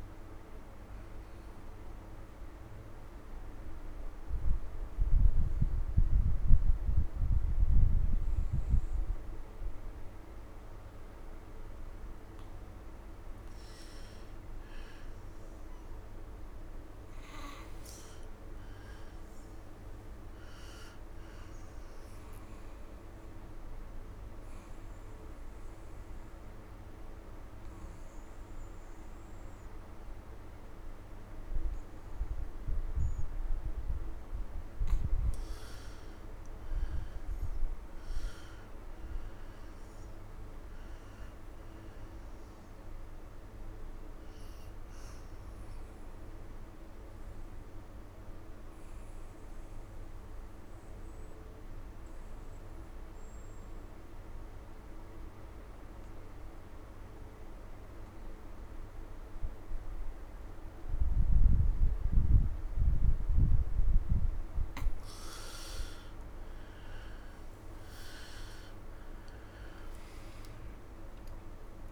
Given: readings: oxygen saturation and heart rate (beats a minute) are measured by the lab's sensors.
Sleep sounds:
breathing in sleep, hard to hear, by a room microphone; 3
0.00-12.00 s: oxygen desaturation (device-marked, oxygen 98% before, 92% lowest)
3.50-14.50 s: obstructive apnea (oxygen 98% before, 88% lowest)
16.50-20.00 s: arousal
19.00-33.00 s: oxygen desaturation (device-marked, oxygen 96% before, 90% lowest, heart rate 46 before, 138 extreme)
21.50-33.50 s: obstructive apnea (oxygen 98% before, 87% lowest, heart rate 48 before, 138 extreme, up 8 after)
35.50-39.50 s: arousal
39.00-61.00 s: oxygen desaturation (device-marked, oxygen 96% before, 91% lowest, heart rate 152 before, 138 extreme)
45.00-63.50 s: mixed apnea (oxygen 96% before, 87% lowest, heart rate 168 before, 138 extreme, up 37 after)
63.00-71.92 s: oxygen desaturation (device-marked, oxygen 97% before, 87% lowest, heart rate 157 before, 129 extreme)
66.50-71.00 s: arousal
From the record:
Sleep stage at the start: N2 (light sleep); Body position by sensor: on the right side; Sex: male

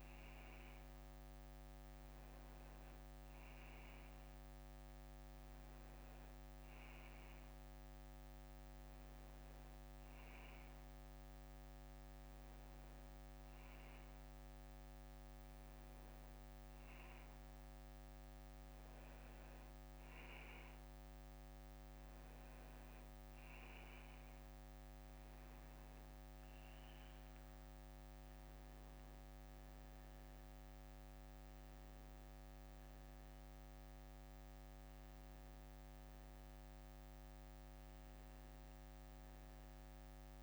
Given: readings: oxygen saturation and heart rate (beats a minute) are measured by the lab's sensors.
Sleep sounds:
breathing in sleep, hard to hear, by a microphone on the trachea; none
none scored
From the record:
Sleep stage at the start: N1 (lightest sleep); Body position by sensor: on the back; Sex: male

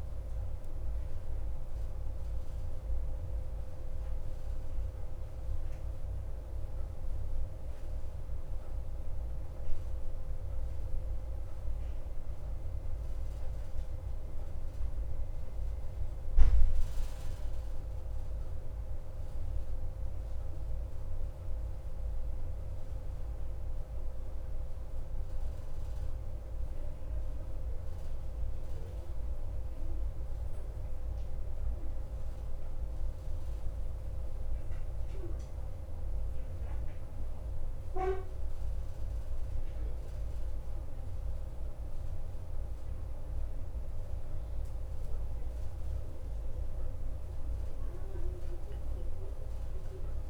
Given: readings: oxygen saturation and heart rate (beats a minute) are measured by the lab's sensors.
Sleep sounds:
breathing in sleep, hard to hear, by a room microphone; 1
0.00-1.50 s: oxygen desaturation (device-marked, oxygen 90% lowest, heart rate 55 extreme)
3.50-29.50 s: oxygen desaturation (device-marked, oxygen 97% before, 89% lowest, heart rate 79 before, 53 extreme)
18.00-40.00 s: obstructive apnea (oxygen 97% before, 89% lowest, heart rate 57 before, 53 extreme, up 3 after)
42.00-46.00 s: arousal
From the record:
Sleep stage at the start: N2 (light sleep); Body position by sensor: on the right side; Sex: male

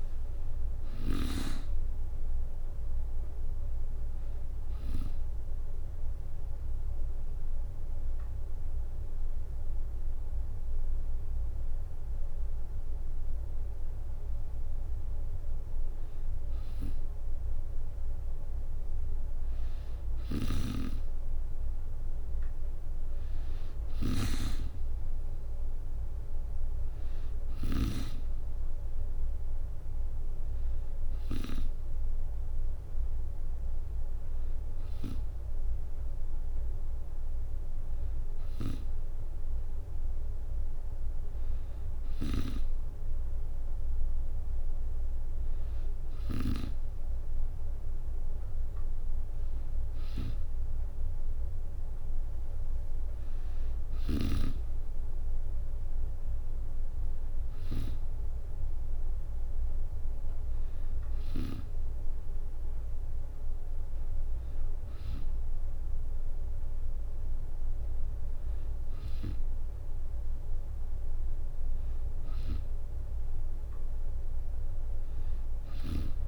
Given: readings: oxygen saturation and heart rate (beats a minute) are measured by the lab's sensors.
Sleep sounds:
breathing in sleep by a room microphone; 1
0.00-1.00 s: snoring (device-marked)
0.00-10.00 s: drop in pulse transit time (device-marked, heart rate 65 extreme)
3.50-15.00 s: hypopnea (oxygen 97% before, 92% lowest, heart rate 71 before, 63 extreme, up 4 after)
16.00-19.50 s: arousal
19.50-27.50 s: snoring (device-marked)
24.00-38.00 s: oxygen desaturation (device-marked, oxygen 96% before, 92% lowest, heart rate 65 before, 67 extreme)
From the record:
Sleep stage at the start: N2 (light sleep); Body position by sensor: on the back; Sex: female

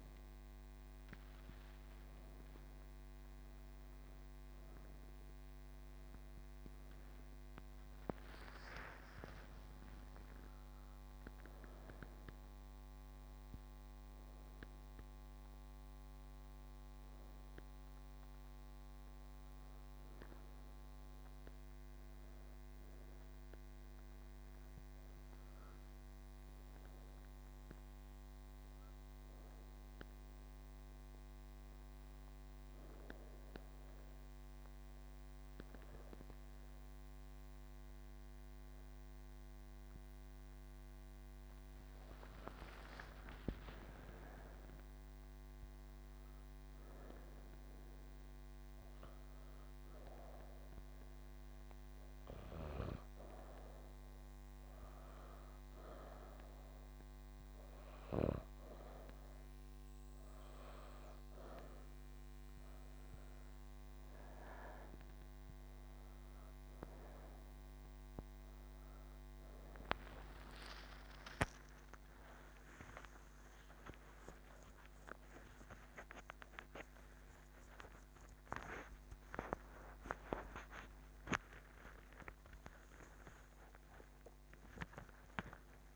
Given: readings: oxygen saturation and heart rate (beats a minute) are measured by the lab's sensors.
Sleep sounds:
breathing in sleep by a microphone on the trachea; 1
32.00-42.50 s: obstructive apnea (oxygen 97% before, 93% lowest, heart rate 63 before, 38 extreme, up 14 after)
From the record:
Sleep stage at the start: N3 (deep sleep); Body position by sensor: on the right side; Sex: female

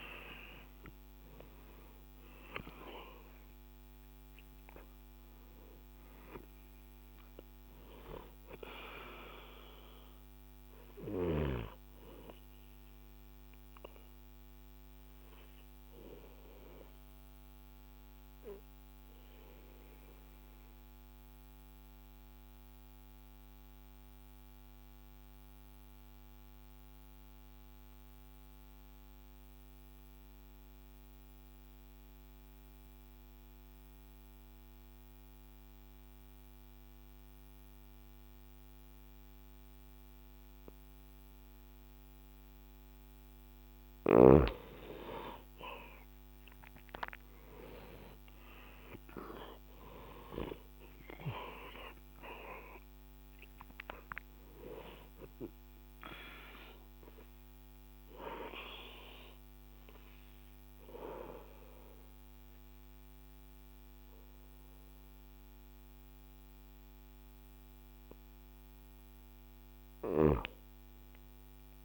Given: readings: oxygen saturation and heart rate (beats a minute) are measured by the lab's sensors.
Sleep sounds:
breathing in sleep by a microphone on the trachea; 2
0.00-1.50 s: arousal
0.00-27.50 s: oxygen desaturation (device-marked, oxygen 87% lowest, heart rate 59 extreme)
13.00-43.00 s: obstructive apnea (oxygen 97% before, 87% lowest, heart rate 77 before, 59 extreme, up 18 after)
44.50-71.85 s: oxygen desaturation (device-marked, oxygen 98% before, 88% lowest, heart rate 62 before, 61 extreme)
45.50-49.00 s: arousal
57.00-67.00 s: obstructive apnea (oxygen 99% before, 88% lowest, heart rate 73 before, 61 extreme, up 6 after)
70.00-71.85 s: arousal
From the record:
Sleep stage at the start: N2 (light sleep); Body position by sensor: on the back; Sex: male

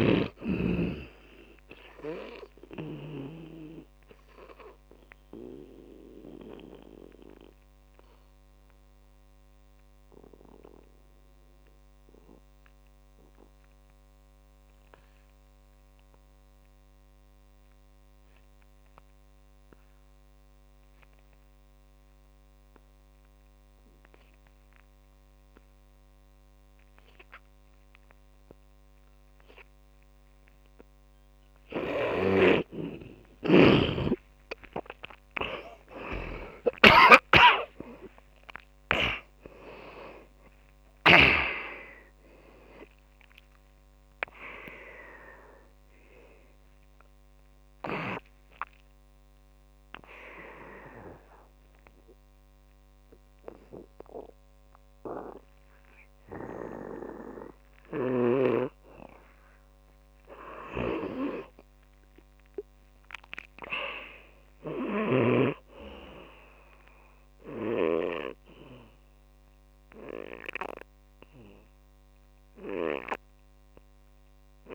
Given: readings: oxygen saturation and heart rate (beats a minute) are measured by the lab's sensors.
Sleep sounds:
breathing in sleep by a microphone on the trachea; 2
0.00-19.50 s: oxygen desaturation (device-marked, oxygen 76% lowest, heart rate 48 extreme)
4.00-31.00 s: mixed apnea (oxygen 100% before, 76% lowest, heart rate 56 before, 48 extreme, up 6 after)
32.50-42.00 s: snoring (device-marked)
35.50-41.00 s: arousal
39.50-68.50 s: oxygen desaturation (device-marked, oxygen 100% before, 76% lowest, heart rate 52 before, 64 extreme)
50.00-60.50 s: mixed apnea (oxygen 100% before, 76% lowest, heart rate 65 before, 64 extreme, up 0 after)
61.50-65.00 s: arousal
From the record:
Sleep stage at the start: N2 (light sleep); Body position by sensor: on the back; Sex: male

